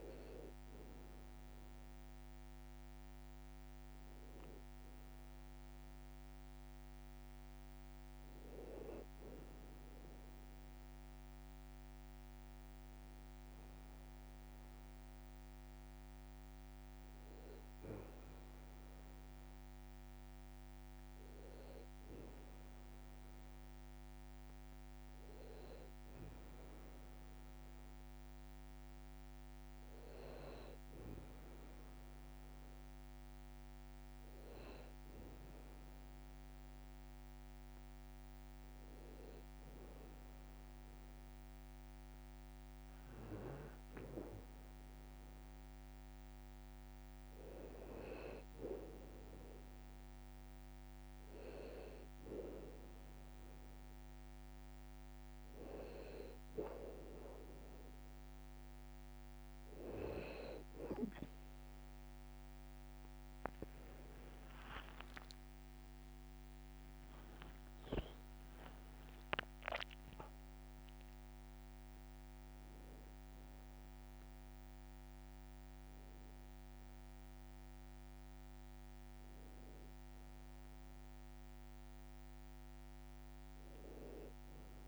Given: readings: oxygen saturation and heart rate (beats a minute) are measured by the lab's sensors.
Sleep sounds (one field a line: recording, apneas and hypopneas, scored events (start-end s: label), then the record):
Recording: breathing in sleep by a microphone on the trachea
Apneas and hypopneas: 1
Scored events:
37.00-48.00 s: hypopnea (oxygen 97% before, 94% lowest, heart rate 54 before, 55 extreme, up 4 after)
64.50-69.00 s: arousal
65.50-67.50 s: long interval between heartbeats (device-marked, heart rate 58 before, 79 extreme)
From the record:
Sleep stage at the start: N2 (light sleep)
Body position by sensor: on the back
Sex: male